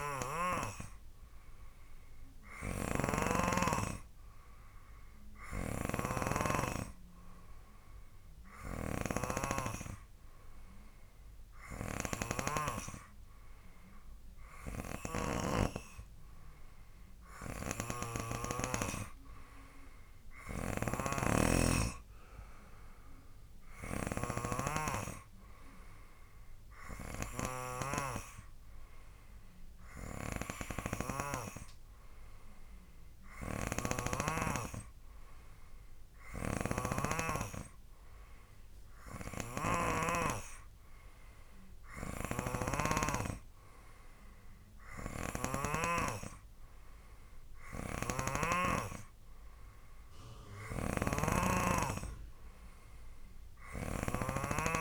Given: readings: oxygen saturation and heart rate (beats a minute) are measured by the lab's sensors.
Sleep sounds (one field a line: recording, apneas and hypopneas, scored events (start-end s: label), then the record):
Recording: breathing in sleep by a room microphone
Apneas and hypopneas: none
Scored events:
0.00-3.50 s: snoring (device-marked)
5.50-19.00 s: snoring (device-marked)
21.00-34.50 s: snoring (device-marked)
36.50-46.00 s: snoring (device-marked)
48.00-54.81 s: snoring (device-marked)
From the record:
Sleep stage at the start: N3 (deep sleep)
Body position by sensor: on the right side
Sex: male